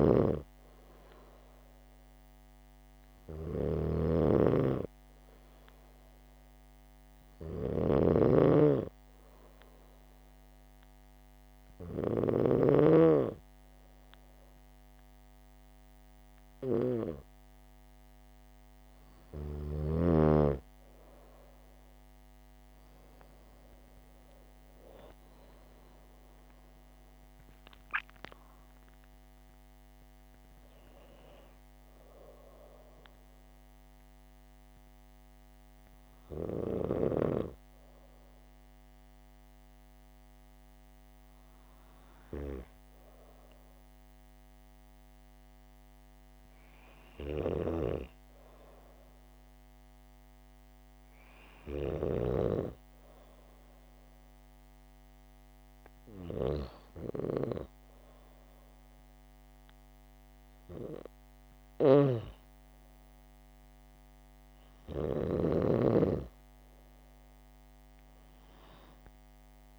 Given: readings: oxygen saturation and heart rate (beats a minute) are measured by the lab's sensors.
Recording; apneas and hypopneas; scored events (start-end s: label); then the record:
breathing in sleep by a microphone on the trachea; 2
0.00-12.50 s: snoring (device-marked)
8.00-19.50 s: hypopnea (oxygen 97% before, 96% lowest, heart rate 71 before, 72 extreme, up 11 after)
26.00-29.50 s: arousal
34.00-44.50 s: hypopnea (oxygen 97% before, 96% lowest, heart rate 78 before, 69 extreme, up 0 after)
46.50-49.50 s: arousal
47.50-52.50 s: snoring (device-marked)
61.50-65.50 s: snoring (device-marked)
From the record:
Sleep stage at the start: N2 (light sleep); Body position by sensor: on the back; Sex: female